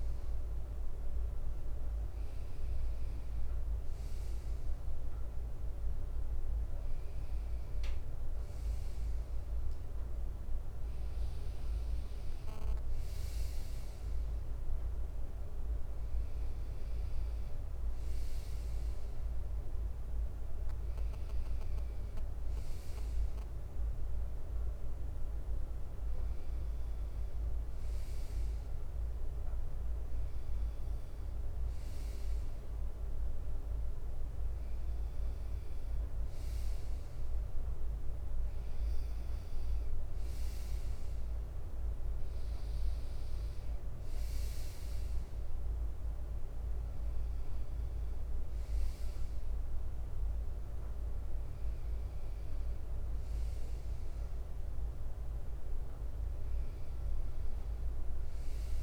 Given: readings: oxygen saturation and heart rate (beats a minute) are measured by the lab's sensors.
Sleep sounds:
breathing in sleep, hard to hear, by a room microphone; none
6.00-9.00 s: bradycardia (device-marked, heart rate 62 before, 60 extreme)
16.00-18.00 s: bradycardia (device-marked, heart rate 62 before, 60 extreme)
20.00-33.00 s: bradycardia (device-marked, heart rate 62 before, 58 extreme)
22.00-27.50 s: leg movement (device-marked)
45.00-49.50 s: leg movement (device-marked)
47.00-55.00 s: bradycardia (device-marked, heart rate 61 before, 58 extreme)
From the record:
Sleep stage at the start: N2 (light sleep); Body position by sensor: on the right side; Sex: male

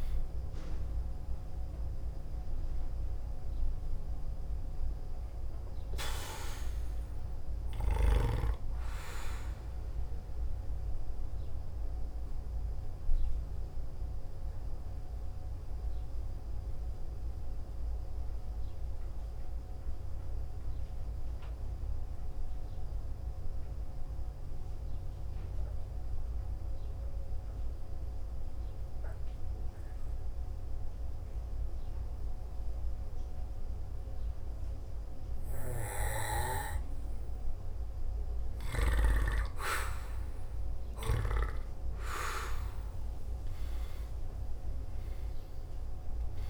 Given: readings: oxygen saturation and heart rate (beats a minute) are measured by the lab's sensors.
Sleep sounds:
breathing in sleep by a room microphone; 1
3.50-30.50 s: oxygen desaturation (device-marked, oxygen 97% before, 85% lowest, heart rate 57 before, 56 extreme)
9.50-37.00 s: obstructive apnea (oxygen 98% before, 85% lowest, heart rate 58 before, 56 extreme, up 2 after)
38.00-41.00 s: arousal
39.50-46.50 s: oxygen desaturation (device-marked, oxygen 98% before, 86% lowest, heart rate 57 before, 54 extreme)
From the record:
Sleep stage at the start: N2 (light sleep); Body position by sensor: on the back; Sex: male

